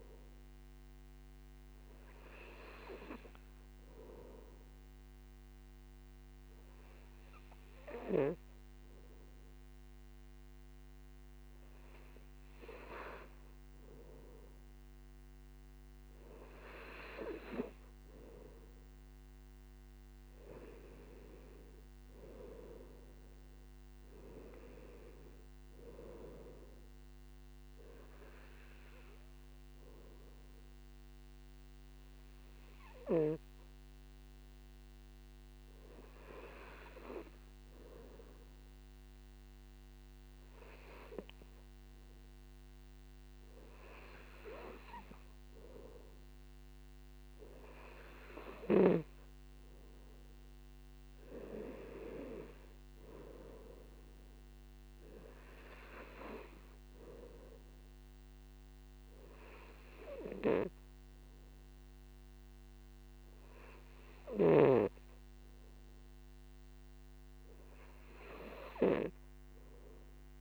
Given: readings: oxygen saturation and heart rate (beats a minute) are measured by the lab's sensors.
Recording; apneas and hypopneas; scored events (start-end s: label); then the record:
breathing in sleep by a microphone on the trachea; none
28.00-43.00 s: oxygen desaturation (device-marked, oxygen 96% before, 93% lowest, heart rate 62 before, 53 extreme)
54.00-68.00 s: oxygen desaturation (device-marked, oxygen 97% before, 93% lowest, heart rate 59 before, 53 extreme)
From the record:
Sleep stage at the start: N2 (light sleep); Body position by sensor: on the right side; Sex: male